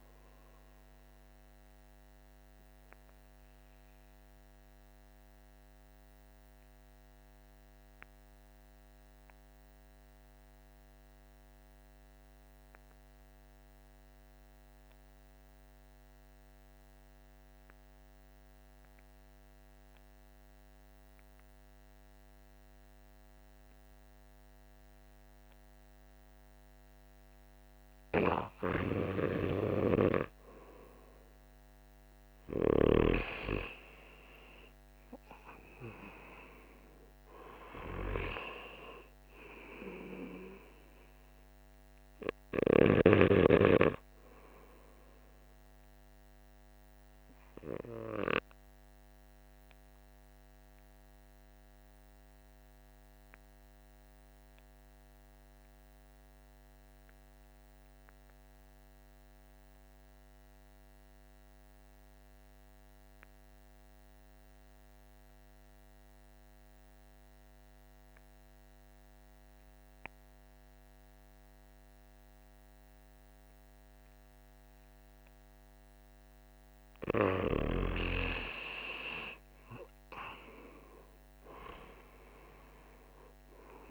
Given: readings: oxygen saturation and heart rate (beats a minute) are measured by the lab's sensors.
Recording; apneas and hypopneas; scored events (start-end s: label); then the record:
breathing in sleep by a microphone on the trachea; 2
0.00-11.50 s: oxygen desaturation (device-marked, oxygen 83% lowest, heart rate 48 extreme)
3.00-27.50 s: central apnea (oxygen 97% before, 83% lowest, heart rate 58 before, 49 extreme, up 10 after)
27.50-58.50 s: oxygen desaturation (device-marked, oxygen 99% before, 86% lowest, heart rate 50 before, 48 extreme)
29.50-33.50 s: arousal
50.00-77.00 s: mixed apnea (oxygen 98% before, 84% lowest, heart rate 57 before, 48 extreme, up 17 after)
73.50-83.90 s: oxygen desaturation (device-marked, oxygen 98% before, 84% lowest, heart rate 49 before, 48 extreme)
80.50-83.50 s: arousal
From the record:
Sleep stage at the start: N2 (light sleep); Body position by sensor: on the back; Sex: male